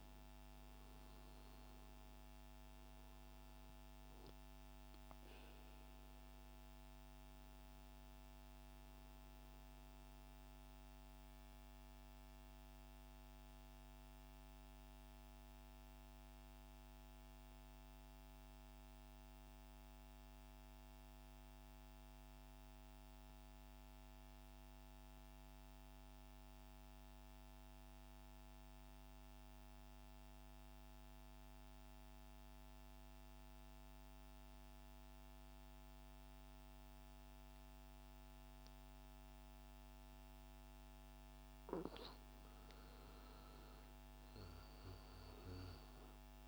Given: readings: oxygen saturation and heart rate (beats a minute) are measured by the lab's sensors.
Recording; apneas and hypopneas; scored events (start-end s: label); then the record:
breathing in sleep, hard to hear, by a microphone on the trachea; 1
0.00-16.50 s: oxygen desaturation (device-marked, oxygen 91% lowest, heart rate 58 extreme)
10.00-41.50 s: mixed apnea (oxygen 98% before, 89% lowest, heart rate 70 before, 47 extreme, up 4 after)
35.50-46.48 s: oxygen desaturation (device-marked, oxygen 98% before, 89% lowest, heart rate 63 before, 47 extreme)
44.50-46.48 s: arousal
From the record:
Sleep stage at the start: N2 (light sleep); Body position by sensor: on the right side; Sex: male